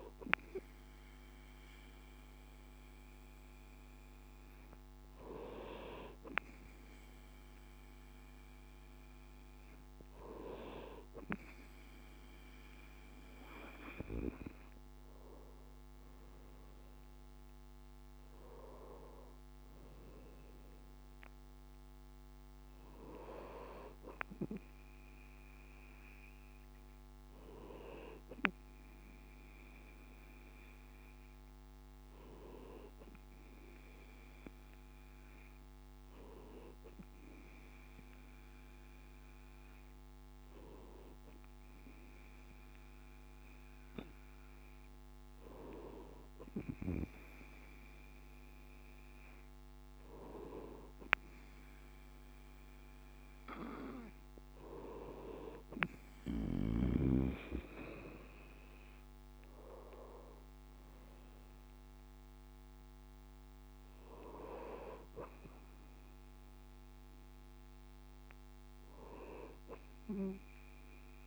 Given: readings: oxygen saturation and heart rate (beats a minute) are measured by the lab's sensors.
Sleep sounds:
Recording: breathing in sleep by a microphone on the trachea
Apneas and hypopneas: none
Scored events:
none scored
From the record:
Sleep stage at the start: N2 (light sleep)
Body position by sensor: on the right side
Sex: male

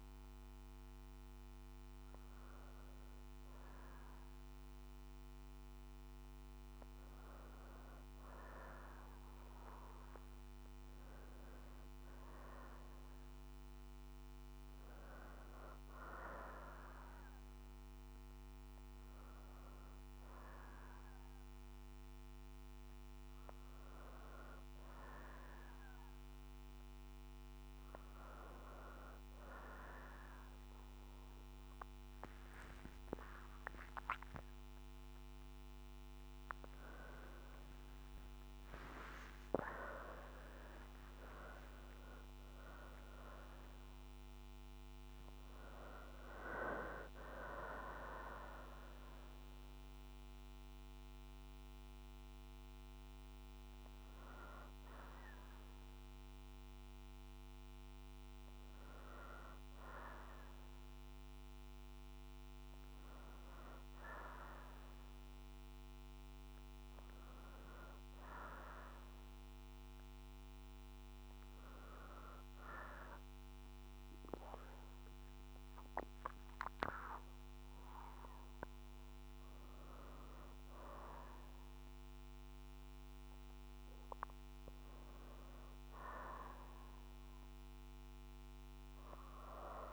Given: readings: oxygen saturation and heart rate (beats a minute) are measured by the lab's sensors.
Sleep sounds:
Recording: breathing in sleep by a microphone on the trachea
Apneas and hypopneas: none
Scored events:
33.00-39.50 s: arousal
73.00-89.92 s: new sleep stage, N2 (light sleep)
75.00-80.00 s: arousal
From the record:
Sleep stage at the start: N1 (lightest sleep)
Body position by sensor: on the back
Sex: female

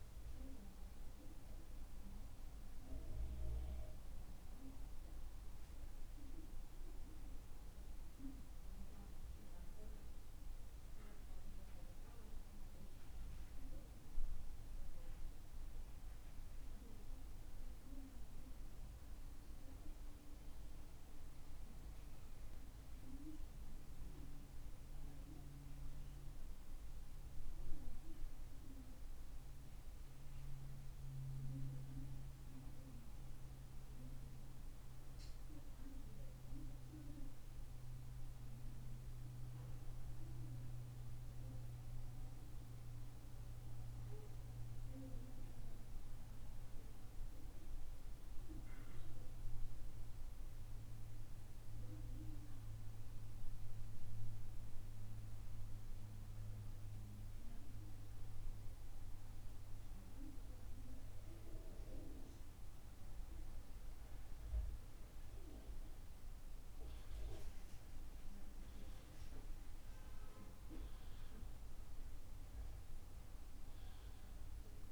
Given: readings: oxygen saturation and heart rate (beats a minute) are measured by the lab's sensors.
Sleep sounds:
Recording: breathing in sleep by a room microphone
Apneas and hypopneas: none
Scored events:
29.50-74.92 s: new sleep stage, N2 (light sleep)
From the record:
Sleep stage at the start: N1 (lightest sleep)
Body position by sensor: on the back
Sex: male

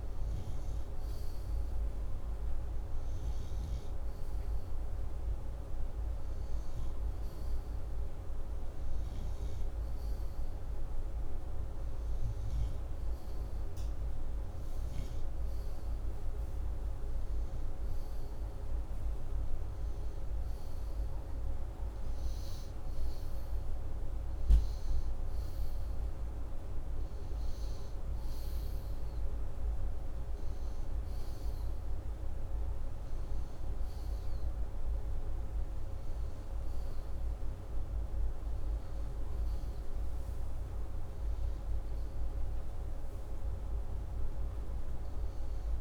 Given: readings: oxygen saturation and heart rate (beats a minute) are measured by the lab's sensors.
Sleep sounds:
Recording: breathing in sleep, hard to hear, by a room microphone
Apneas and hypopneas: none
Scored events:
none scored
From the record:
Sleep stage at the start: N2 (light sleep)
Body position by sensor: upright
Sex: male

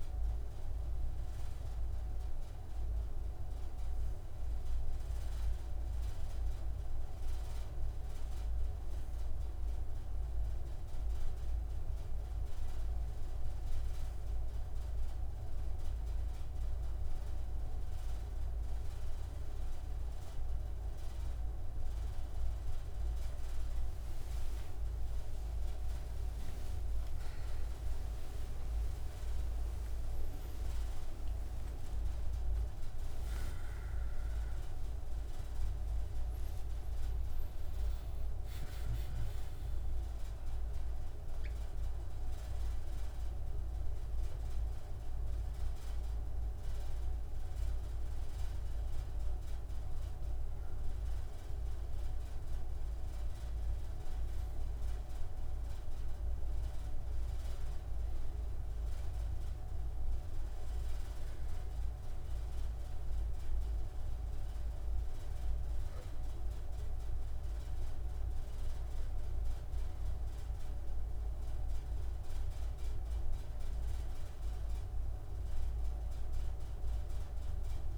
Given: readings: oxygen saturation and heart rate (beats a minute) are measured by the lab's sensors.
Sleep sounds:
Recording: a person partly awake in a sleep study, hard to hear, by a room microphone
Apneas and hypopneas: none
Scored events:
28.00-58.00 s: new sleep stage, awake
58.00-77.98 s: new sleep stage, N1 (lightest sleep)
From the record:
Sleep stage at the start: N2 (light sleep)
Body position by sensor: on the right side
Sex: male

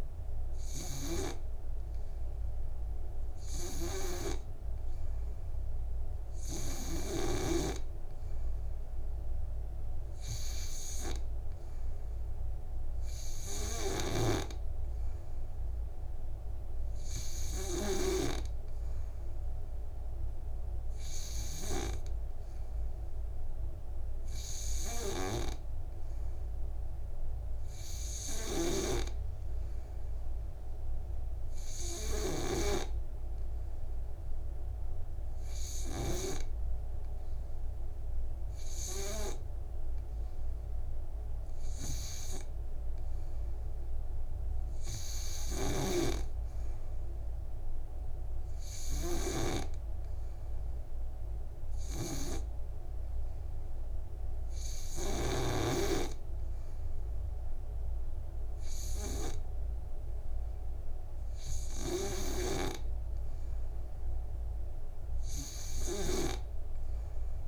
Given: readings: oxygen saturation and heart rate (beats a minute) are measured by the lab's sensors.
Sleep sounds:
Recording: breathing in sleep by a room microphone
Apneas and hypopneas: none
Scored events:
29.00-33.00 s: snoring (device-marked)
46.00-56.00 s: snoring (device-marked)
55.50-61.50 s: oxygen desaturation (device-marked, oxygen 95% before, 91% lowest, heart rate 59 before, 57 extreme)
61.50-67.47 s: new sleep stage, N2 (light sleep)
From the record:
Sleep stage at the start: N3 (deep sleep)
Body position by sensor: on the back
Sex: male

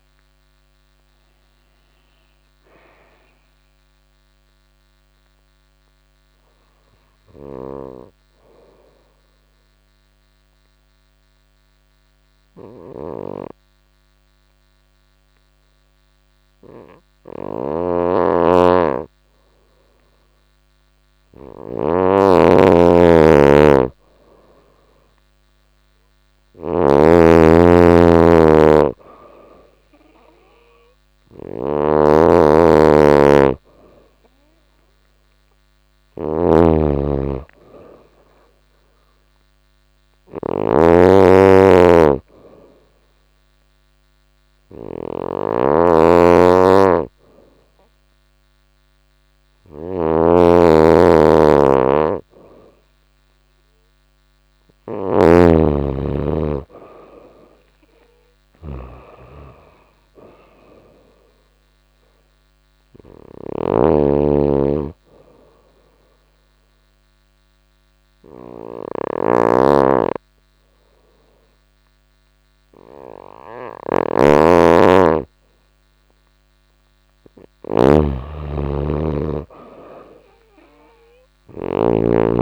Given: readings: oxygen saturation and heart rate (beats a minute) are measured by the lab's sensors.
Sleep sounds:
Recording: breathing in sleep by a microphone on the trachea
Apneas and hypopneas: 3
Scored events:
5.00-22.00 s: obstructive apnea (oxygen 96% before, 88% lowest, heart rate 89 before, 88 extreme, up 1 after)
6.50-21.00 s: snoring (device-marked)
8.00-22.00 s: oxygen desaturation (device-marked, oxygen 96% before, 88% lowest, heart rate 89 before, 88 extreme)
24.00-27.50 s: arousal
30.50-82.42 s: snoring (device-marked)
34.00-56.00 s: oxygen desaturation (device-marked, oxygen 97% before, 89% lowest, heart rate 89 before, 87 extreme)
41.00-52.50 s: hypopnea (oxygen 97% before, 89% lowest, heart rate 89 before, 87 extreme, up 5 after)
54.00-58.00 s: arousal
64.00-76.50 s: obstructive apnea (oxygen 94% before, 91% lowest, heart rate 89 before, 87 extreme, up 3 after)
78.00-81.00 s: arousal
From the record:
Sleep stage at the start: N2 (light sleep)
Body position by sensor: on the back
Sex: female

